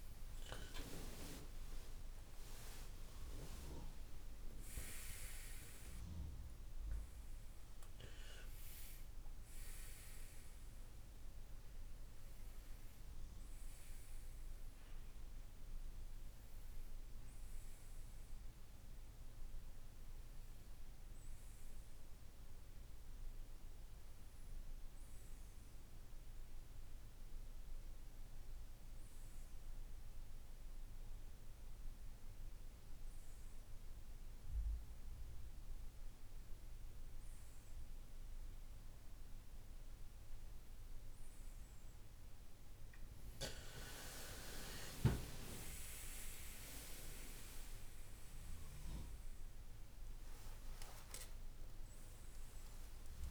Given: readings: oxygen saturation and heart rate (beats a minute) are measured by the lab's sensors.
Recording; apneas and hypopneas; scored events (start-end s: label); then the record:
breathing in sleep by a room microphone; none
0.00-4.00 s: arousal
3.00-5.00 s: long interval between heartbeats (device-marked, heart rate 56 before, 73 extreme)
43.00-49.50 s: arousal
45.00-47.00 s: long interval between heartbeats (device-marked, heart rate 58 before, 61 extreme)
From the record:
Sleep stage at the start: N2 (light sleep); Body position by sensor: on the right side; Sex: male